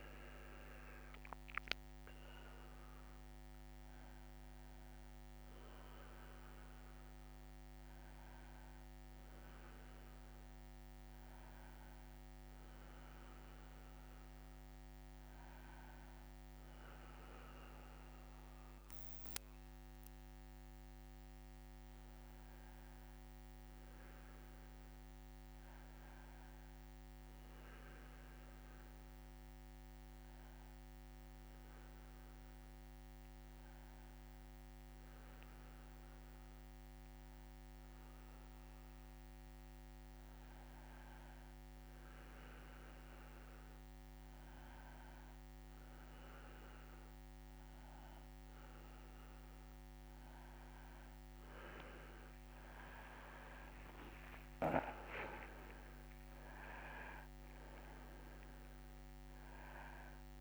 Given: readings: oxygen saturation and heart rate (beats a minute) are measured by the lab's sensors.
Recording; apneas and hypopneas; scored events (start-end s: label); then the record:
a person partly awake in a sleep study, by a microphone on the trachea; 1
13.00-60.41 s: new sleep stage, N2 (light sleep)
19.50-21.50 s: long interval between heartbeats (device-marked, heart rate 83 before, 90 extreme)
29.00-41.00 s: hypopnea (oxygen 97% before, 93% lowest, heart rate 82 before, 78 extreme, up 1 after)
51.00-54.50 s: arousal
55.00-57.00 s: long interval between heartbeats (device-marked, heart rate 79 before, 90 extreme)
From the record:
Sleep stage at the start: awake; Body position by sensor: on the back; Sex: male